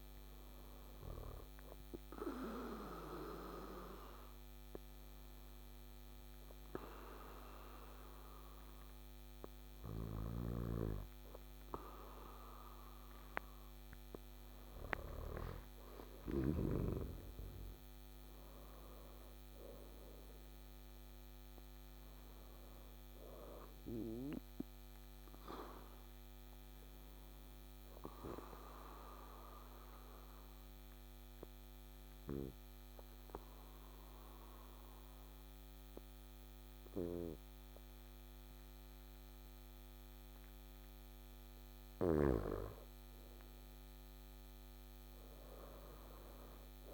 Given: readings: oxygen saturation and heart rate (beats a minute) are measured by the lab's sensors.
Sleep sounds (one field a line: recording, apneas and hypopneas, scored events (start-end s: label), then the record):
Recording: breathing in sleep by a microphone on the trachea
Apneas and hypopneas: 2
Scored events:
1.50-12.00 s: obstructive apnea (oxygen 98% before, 94% lowest, heart rate 58 before, 56 extreme, up 9 after)
14.50-19.00 s: arousal
24.50-39.00 s: obstructive apnea (oxygen 97% before, 93% lowest, heart rate 60 before, 56 extreme, up 5 after)
44.00-46.94 s: arousal
From the record:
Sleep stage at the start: N2 (light sleep)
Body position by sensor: on the back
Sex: male